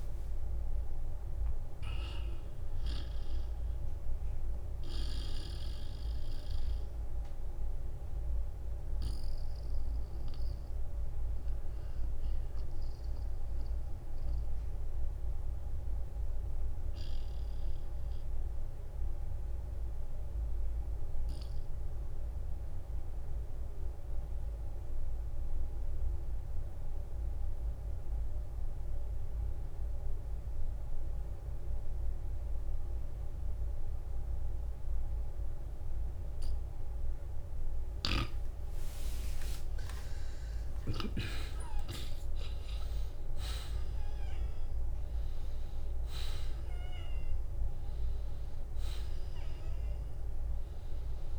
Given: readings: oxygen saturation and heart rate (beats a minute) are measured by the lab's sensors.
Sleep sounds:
breathing in sleep by a room microphone; 1
0.00-27.50 s: oxygen desaturation (device-marked, oxygen 86% lowest, heart rate 43 extreme)
6.00-8.00 s: long interval between heartbeats (device-marked, heart rate 64 before, 60 extreme)
14.50-38.00 s: obstructive apnea (oxygen 94% before, 83% lowest, heart rate 60 before, 43 extreme, up 25 after)
29.00-31.00 s: long interval between heartbeats (device-marked, heart rate 50 before, 50 extreme)
39.50-44.50 s: arousal
40.50-47.50 s: oxygen desaturation (device-marked, oxygen 97% before, 90% lowest, heart rate 48 before, 49 extreme)
42.00-44.00 s: long interval between heartbeats (device-marked, heart rate 49 before, 64 extreme)
From the record:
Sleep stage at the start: N2 (light sleep); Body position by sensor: on the back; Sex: male

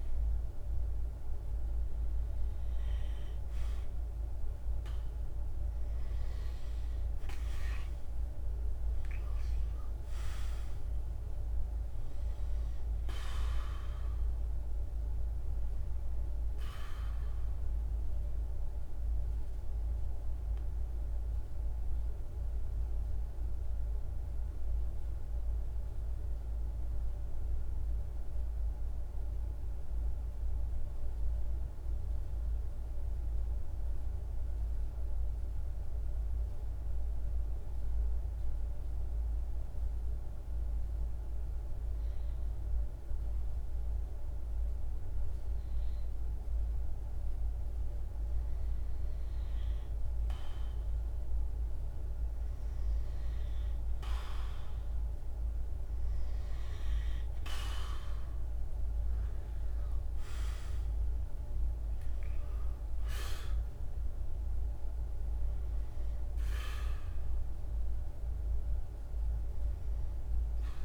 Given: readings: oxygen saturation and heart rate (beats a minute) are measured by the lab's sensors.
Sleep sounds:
breathing in sleep by a room microphone; 1
0.00-2.50 s: arousal
0.00-28.50 s: oxygen desaturation (device-marked, oxygen 92% lowest, heart rate 50 extreme)
25.00-39.50 s: central apnea (oxygen 98% before, 91% lowest, heart rate 53 before, 51 extreme, up 0 after)
41.50-44.50 s: arousal
44.50-70.85 s: oxygen desaturation (device-marked, oxygen 99% before, 91% lowest, heart rate 52 before, 51 extreme)
From the record:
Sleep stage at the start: N2 (light sleep); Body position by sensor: on the right side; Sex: male

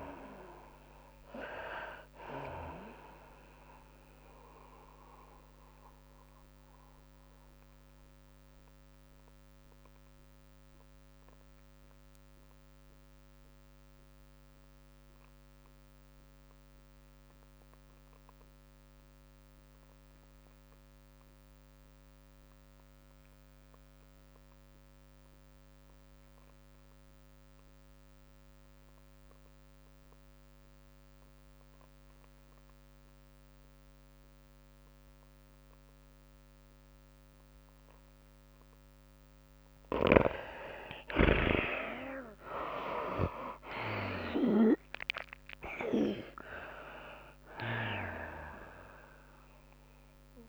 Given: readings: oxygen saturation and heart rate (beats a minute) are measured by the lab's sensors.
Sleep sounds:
breathing in sleep by a microphone on the trachea; 1
0.00-11.00 s: drop in pulse transit time (device-marked, heart rate 112 extreme)
0.00-14.00 s: oxygen desaturation (device-marked, oxygen 63% lowest, heart rate 96 extreme)
0.00-32.00 s: tachycardia (device-marked, heart rate 123 extreme)
4.50-39.00 s: mixed apnea (oxygen 93% before, 62% lowest, heart rate 109 before, 96 extreme, up 23 after)
16.00-50.49 s: oxygen desaturation (device-marked, oxygen 99% before, 62% lowest, heart rate 114 before, 93 extreme)
39.00-50.49 s: tachycardia (device-marked, heart rate 106 before, 119 extreme)
41.00-45.50 s: arousal
42.00-44.00 s: long interval between heartbeats (device-marked, heart rate 101 before, 107 extreme)
44.00-50.49 s: drop in pulse transit time (device-marked, heart rate 102 before, 110 extreme)
From the record:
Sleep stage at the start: N2 (light sleep); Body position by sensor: on the back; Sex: female

